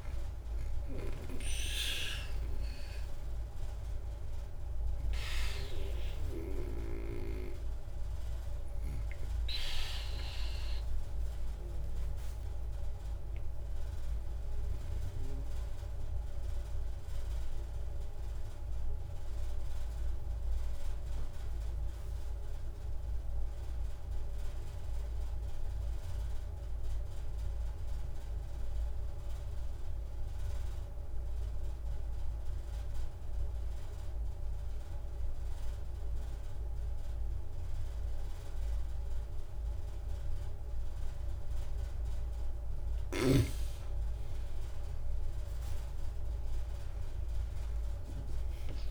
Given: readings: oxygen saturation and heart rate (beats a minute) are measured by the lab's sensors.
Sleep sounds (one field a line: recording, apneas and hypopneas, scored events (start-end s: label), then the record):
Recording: breathing in sleep by a room microphone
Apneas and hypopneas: 1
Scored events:
5.50-11.50 s: snoring (device-marked)
5.50-29.50 s: oxygen desaturation (device-marked, oxygen 96% before, 92% lowest)
15.50-41.50 s: obstructive apnea (oxygen 96% before, 91% lowest)
35.50-37.50 s: long interval between heartbeats (device-marked)
42.50-48.91 s: oxygen desaturation (device-marked, oxygen 97% before, 91% lowest)
45.00-47.00 s: long interval between heartbeats (device-marked)
47.00-48.91 s: arousal
From the record:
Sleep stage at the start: N2 (light sleep)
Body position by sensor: on the back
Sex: female